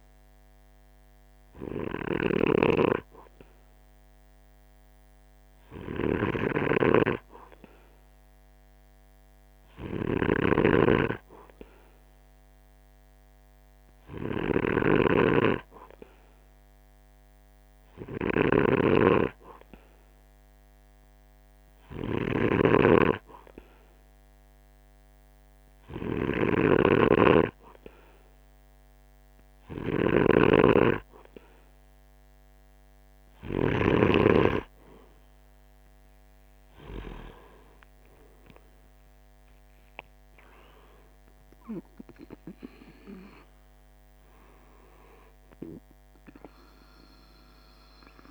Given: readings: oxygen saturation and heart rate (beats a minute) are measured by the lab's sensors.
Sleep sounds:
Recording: breathing in sleep by a microphone on the trachea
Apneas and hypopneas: 1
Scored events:
0.00-34.00 s: snoring (device-marked)
12.00-33.00 s: hypopnea (oxygen 95% before, 94% lowest, heart rate 48 before, 45 extreme, up 5 after)
39.50-44.00 s: arousal
From the record:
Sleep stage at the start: N2 (light sleep)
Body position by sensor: on the right side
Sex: male

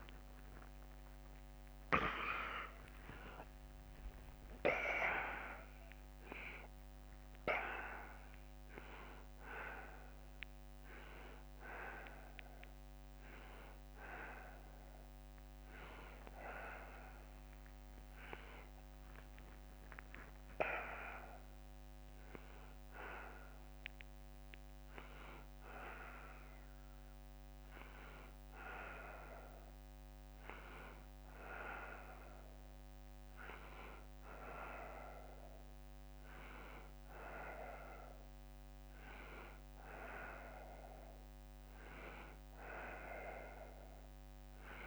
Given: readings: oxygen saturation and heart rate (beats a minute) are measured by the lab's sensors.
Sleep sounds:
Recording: breathing in sleep by a microphone on the trachea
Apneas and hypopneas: none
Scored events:
0.00-4.00 s: arousal
0.00-11.50 s: drop in pulse transit time (device-marked, heart rate 85 extreme)
0.00-13.50 s: oxygen desaturation (device-marked, oxygen 89% lowest, heart rate 77 extreme)
3.50-5.50 s: long interval between heartbeats (device-marked, heart rate 82 before, 92 extreme)
25.50-33.50 s: drop in pulse transit time (device-marked, heart rate 83 before, 78 extreme)
From the record:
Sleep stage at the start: N1 (lightest sleep)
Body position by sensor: on the right side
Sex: male

